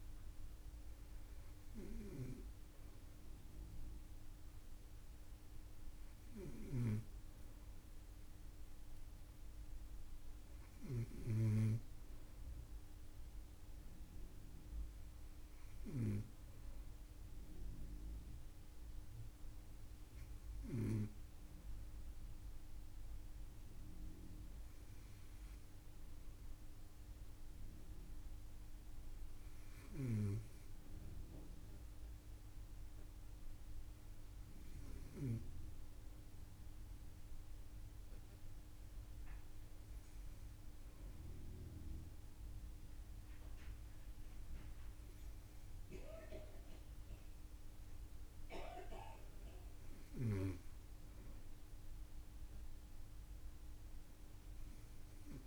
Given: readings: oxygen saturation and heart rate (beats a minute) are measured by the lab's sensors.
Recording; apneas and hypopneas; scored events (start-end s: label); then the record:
breathing in sleep by a room microphone; none
none scored
From the record:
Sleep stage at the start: N2 (light sleep); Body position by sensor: on the front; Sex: female